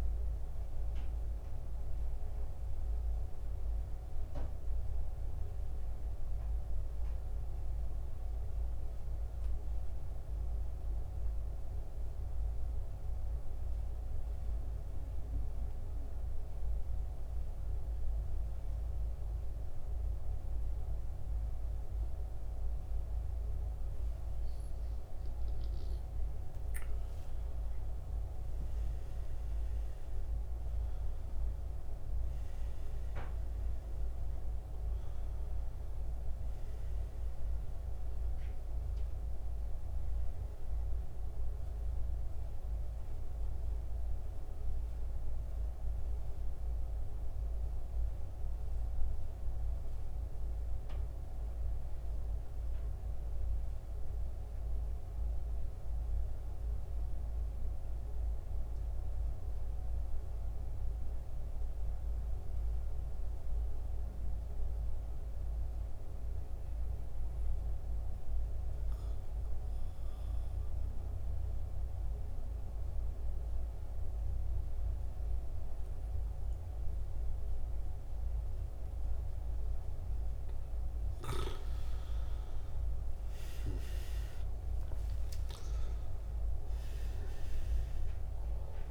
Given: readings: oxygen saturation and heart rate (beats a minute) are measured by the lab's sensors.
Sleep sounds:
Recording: breathing in sleep, hard to hear, by a room microphone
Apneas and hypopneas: 2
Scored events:
0.00-14.50 s: oxygen desaturation (device-marked, oxygen 86% lowest, heart rate 64 extreme)
8.00-23.00 s: central apnea (oxygen 94% before, 86% lowest, heart rate 76 before, 64 extreme, up 9 after)
26.50-31.00 s: arousal
34.50-61.50 s: oxygen desaturation (device-marked, oxygen 95% before, 87% lowest, heart rate 68 before, 63 extreme)
51.50-80.00 s: mixed apnea (oxygen 96% before, 83% lowest, heart rate 76 before, 63 extreme, up 19 after)
76.50-88.91 s: oxygen desaturation (device-marked, oxygen 96% before, 83% lowest, heart rate 64 before, 67 extreme)
81.50-86.00 s: arousal
From the record:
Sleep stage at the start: N2 (light sleep)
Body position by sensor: on the back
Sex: male

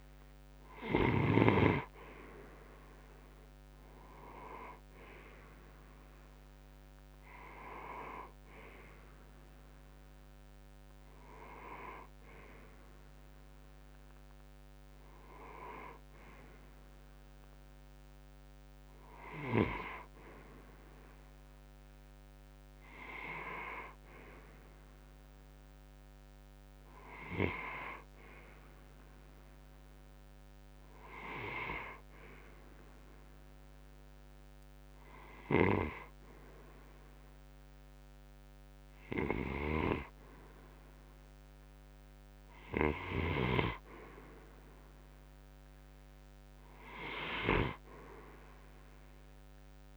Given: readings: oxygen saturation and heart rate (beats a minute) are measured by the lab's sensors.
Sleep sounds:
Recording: breathing in sleep by a microphone on the trachea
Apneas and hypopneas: none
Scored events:
none scored
From the record:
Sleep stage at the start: N2 (light sleep)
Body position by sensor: on the right side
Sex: male

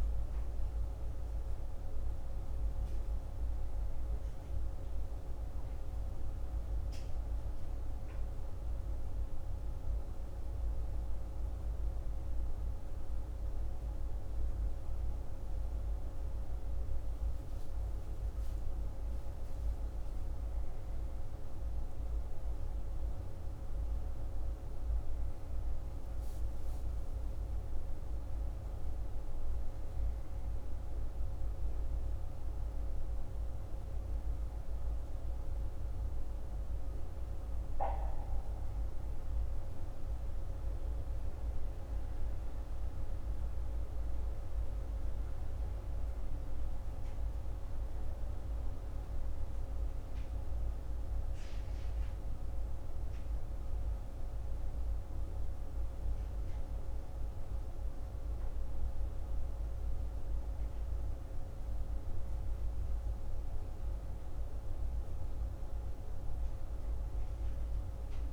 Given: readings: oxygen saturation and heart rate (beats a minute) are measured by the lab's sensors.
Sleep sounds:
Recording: a person awake in a sleep study, hard to hear, by a room microphone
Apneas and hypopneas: none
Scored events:
none scored
From the record:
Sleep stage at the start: awake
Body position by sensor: on the left side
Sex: male

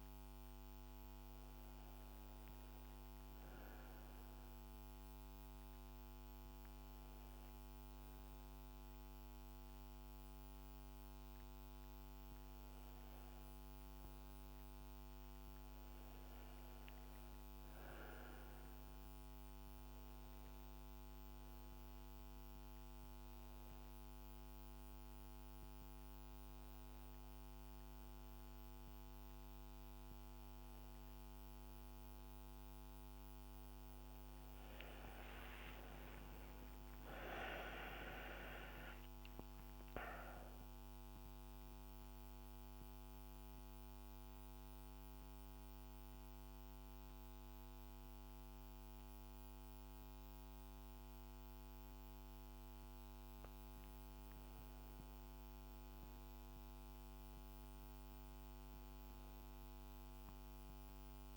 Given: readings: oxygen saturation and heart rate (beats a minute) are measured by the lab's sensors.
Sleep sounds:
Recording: breathing in sleep, hard to hear, by a microphone on the trachea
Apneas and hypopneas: 1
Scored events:
35.00-38.50 s: arousal
37.00-61.36 s: new sleep stage, N1 (lightest sleep)
41.50-52.50 s: central apnea (oxygen 97% before, 94% lowest, heart rate 74 before, 63 extreme, up 10 after)
54.50-59.00 s: arousal
From the record:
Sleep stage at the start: N2 (light sleep)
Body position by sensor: on the back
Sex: female

